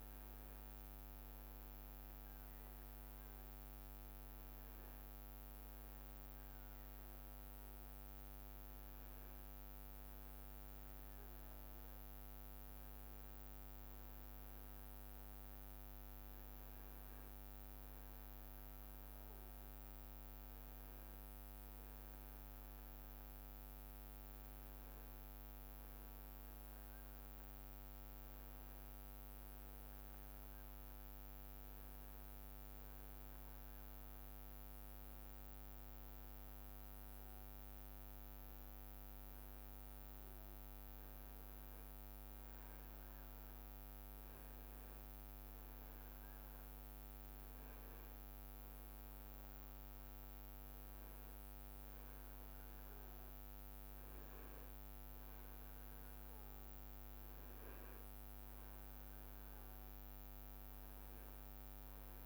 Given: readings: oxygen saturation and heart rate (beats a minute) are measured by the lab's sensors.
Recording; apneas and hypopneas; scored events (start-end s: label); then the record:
breathing in sleep, hard to hear, by a microphone on the trachea; none
none scored
From the record:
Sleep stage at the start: N2 (light sleep); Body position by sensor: on the back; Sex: male